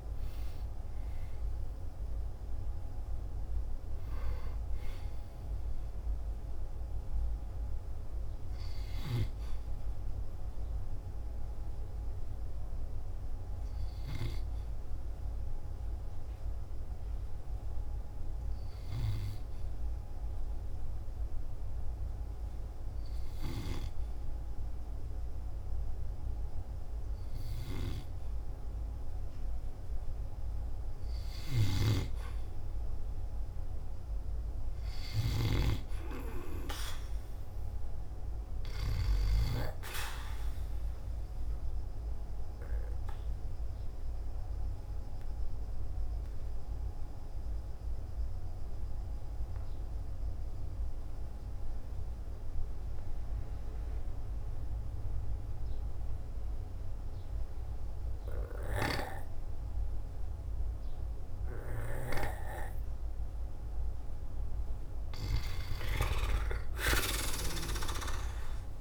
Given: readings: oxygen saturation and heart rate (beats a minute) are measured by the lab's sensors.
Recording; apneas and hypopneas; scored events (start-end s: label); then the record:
breathing in sleep by a room microphone; 1
0.00-3.50 s: oxygen desaturation (device-marked, oxygen 88% lowest, heart rate 53 extreme)
22.50-32.50 s: oxygen desaturation (device-marked, oxygen 96% before, 91% lowest, heart rate 56 before, 51 extreme)
36.50-40.50 s: arousal
43.50-51.50 s: oxygen desaturation (device-marked, oxygen 98% before, 95% lowest, heart rate 52 before, 47 extreme)
43.50-63.00 s: obstructive apnea (oxygen 98% before, 92% lowest, heart rate 52 before, 47 extreme, up 0 after)
66.00-68.81 s: arousal
From the record:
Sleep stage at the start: N2 (light sleep); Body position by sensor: on the back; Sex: male